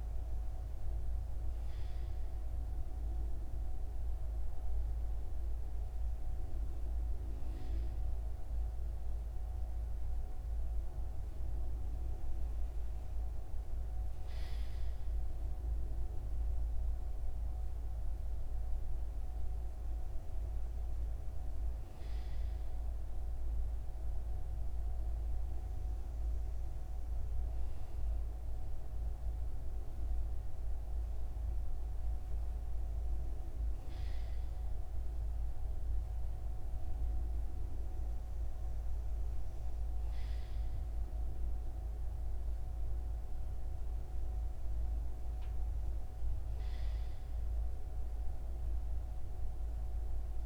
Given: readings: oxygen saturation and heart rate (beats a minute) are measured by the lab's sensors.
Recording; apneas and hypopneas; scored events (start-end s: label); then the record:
breathing in sleep, hard to hear, by a room microphone; none
none scored
From the record:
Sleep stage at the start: REM sleep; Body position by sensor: on the right side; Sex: male